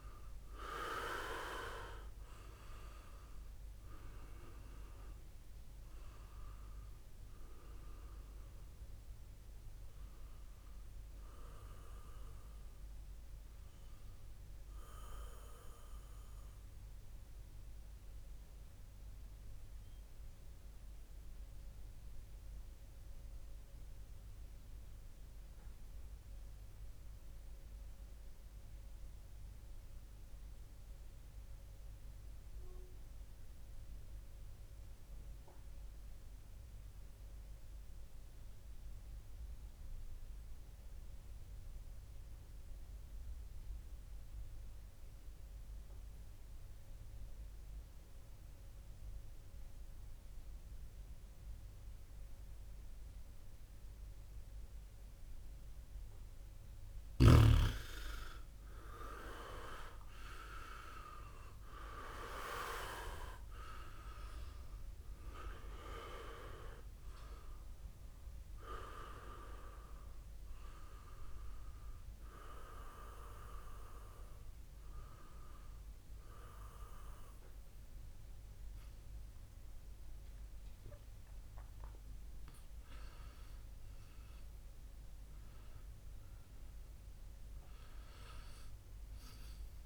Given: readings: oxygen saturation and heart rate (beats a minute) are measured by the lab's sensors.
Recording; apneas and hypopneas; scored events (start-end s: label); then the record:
breathing in sleep by a room microphone; 1
0.00-11.50 s: oxygen desaturation (device-marked, oxygen 91% lowest, heart rate 59 extreme)
16.00-56.00 s: mixed apnea (oxygen 97% before, 92% lowest, heart rate 65 before, 54 extreme, up 10 after)
17.50-25.50 s: oxygen desaturation (device-marked, oxygen 95% before, 92% lowest, heart rate 65 before, 55 extreme)
54.50-84.50 s: new sleep stage, N1 (lightest sleep)
57.50-61.50 s: arousal
57.50-72.50 s: oxygen desaturation (device-marked, oxygen 98% before, 94% lowest, heart rate 59 before, 56 extreme)
79.50-83.50 s: arousal
84.50-89.86 s: new sleep stage, N2 (light sleep)
From the record:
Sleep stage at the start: REM sleep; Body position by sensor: on the back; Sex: male